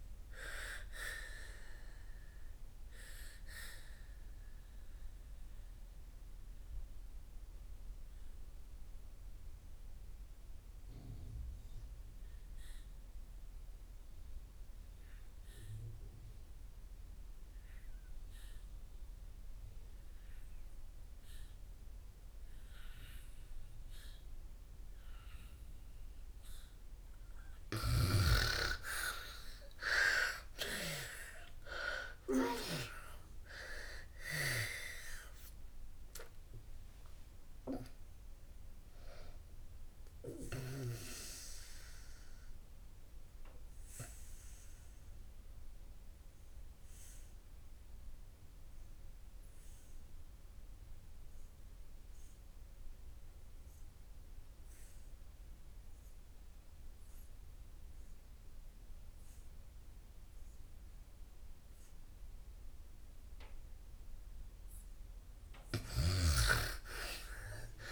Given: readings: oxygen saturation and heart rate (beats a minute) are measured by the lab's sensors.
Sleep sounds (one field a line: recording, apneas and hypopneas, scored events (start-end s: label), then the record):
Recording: breathing in sleep by a room microphone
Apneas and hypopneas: 2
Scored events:
0.00-20.00 s: oxygen desaturation (device-marked, oxygen 80% lowest, heart rate 56 extreme)
2.00-26.50 s: obstructive apnea (oxygen 99% before, 78% lowest, heart rate 64 before, 56 extreme, up 29 after)
29.50-35.50 s: arousal
30.00-56.00 s: oxygen desaturation (device-marked, oxygen 99% before, 80% lowest, heart rate 62 before, 60 extreme)
43.00-63.50 s: obstructive apnea (oxygen 99% before, 78% lowest, heart rate 77 before, 58 extreme, up 4 after)
62.00-67.92 s: oxygen desaturation (device-marked, oxygen 98% before, 78% lowest, heart rate 64 before, 56 extreme)
65.50-67.92 s: snoring (device-marked)
66.00-67.92 s: arousal
From the record:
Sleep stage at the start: N2 (light sleep)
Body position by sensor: on the back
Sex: female